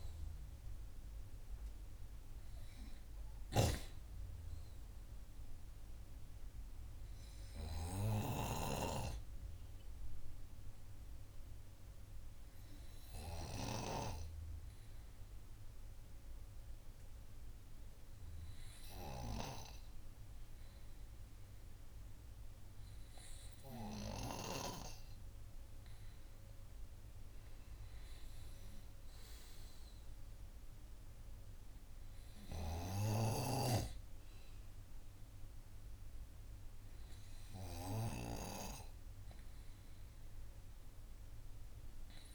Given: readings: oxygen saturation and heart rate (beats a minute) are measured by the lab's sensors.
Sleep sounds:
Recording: breathing in sleep by a room microphone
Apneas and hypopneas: none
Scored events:
3.50-8.50 s: snoring (device-marked)
From the record:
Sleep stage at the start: N2 (light sleep)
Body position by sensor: on the right side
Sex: male

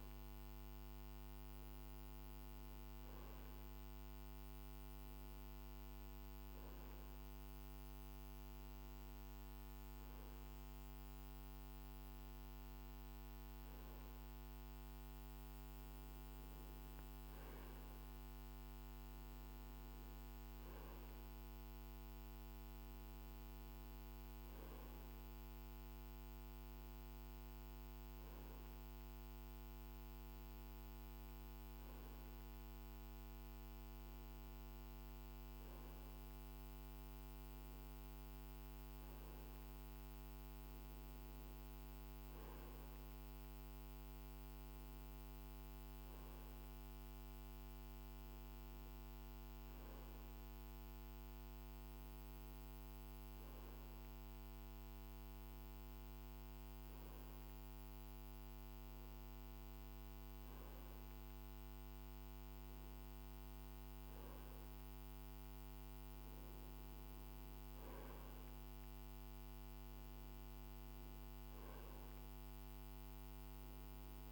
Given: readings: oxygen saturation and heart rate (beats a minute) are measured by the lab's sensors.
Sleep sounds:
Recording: breathing in sleep, hard to hear, by a microphone on the trachea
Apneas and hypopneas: none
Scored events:
none scored
From the record:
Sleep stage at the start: N2 (light sleep)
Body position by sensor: on the right side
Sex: male

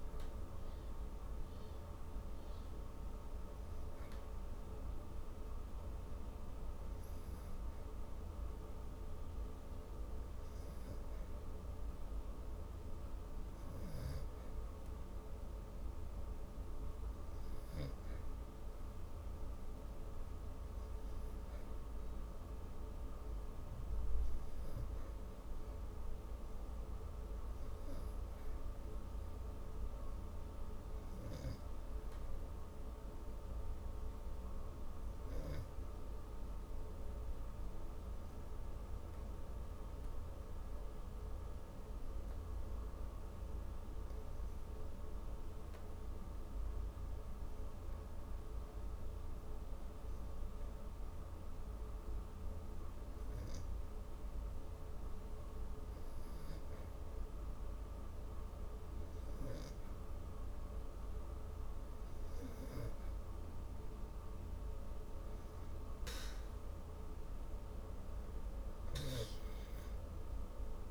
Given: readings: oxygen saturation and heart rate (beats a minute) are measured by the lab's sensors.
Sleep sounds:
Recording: breathing in sleep, hard to hear, by a room microphone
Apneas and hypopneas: 1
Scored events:
26.50-29.50 s: arousal
32.50-50.00 s: obstructive apnea (oxygen 94% before, 91% lowest)
52.00-55.50 s: arousal
From the record:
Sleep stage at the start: REM sleep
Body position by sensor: on the back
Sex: female

